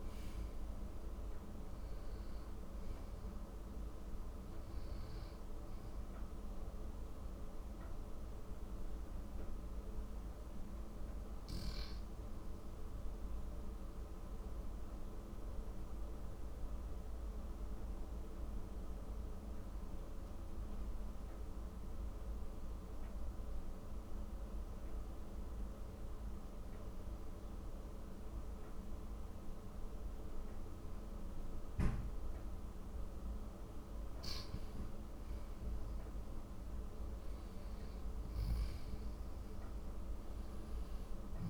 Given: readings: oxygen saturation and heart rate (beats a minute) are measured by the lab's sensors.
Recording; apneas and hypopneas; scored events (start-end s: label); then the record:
breathing in sleep, hard to hear, by a room microphone; 1
13.50-33.00 s: obstructive apnea (oxygen 98% before, 92% lowest, heart rate 65 before, 56 extreme, up 12 after)
35.00-39.00 s: arousal
39.50-41.50 s: oxygen desaturation (device-marked, oxygen 97% before, 92% lowest, heart rate 61 before, 48 extreme)
From the record:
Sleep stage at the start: N2 (light sleep); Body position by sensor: on the back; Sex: male